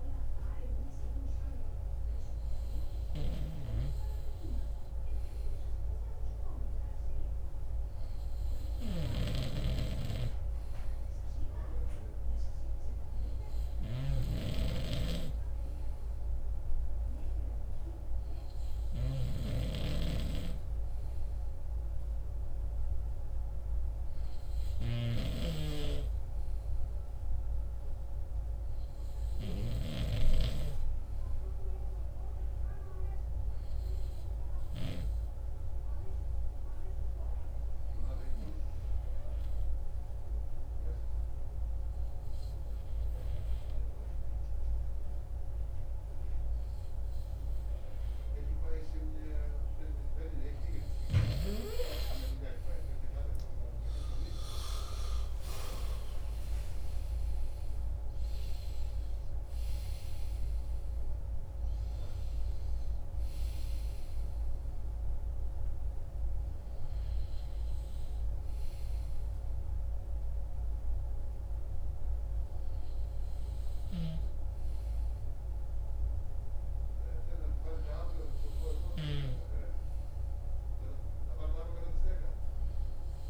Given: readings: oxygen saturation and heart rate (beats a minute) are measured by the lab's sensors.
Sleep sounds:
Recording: breathing in sleep by a room microphone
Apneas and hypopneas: 1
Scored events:
8.50-25.00 s: snoring (device-marked)
33.00-50.00 s: obstructive apnea (oxygen 97% before, 94% lowest)
52.00-56.50 s: arousal
From the record:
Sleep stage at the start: N2 (light sleep)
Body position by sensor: on the right side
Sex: male

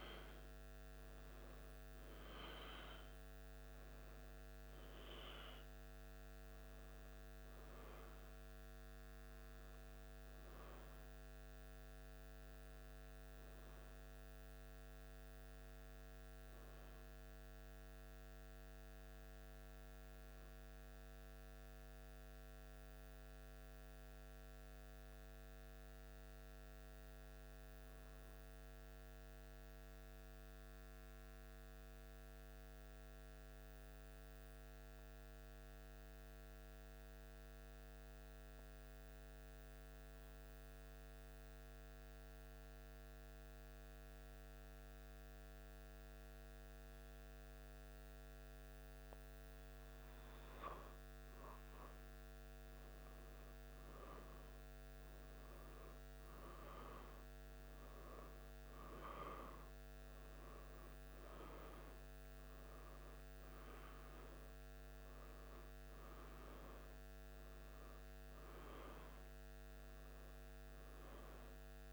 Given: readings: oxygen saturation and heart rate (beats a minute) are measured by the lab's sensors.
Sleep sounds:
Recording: breathing in sleep, hard to hear, by a microphone on the trachea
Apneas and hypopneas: 1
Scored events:
19.00-48.00 s: obstructive apnea (oxygen 95% before, 92% lowest, heart rate 77 before, 74 extreme, up 2 after)
38.50-71.93 s: new sleep stage, N2 (light sleep)
51.00-56.50 s: arousal
56.50-70.50 s: oxygen desaturation (device-marked, oxygen 96% before, 92% lowest, heart rate 77 before, 75 extreme)
From the record:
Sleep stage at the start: N1 (lightest sleep)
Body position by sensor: on the back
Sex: male

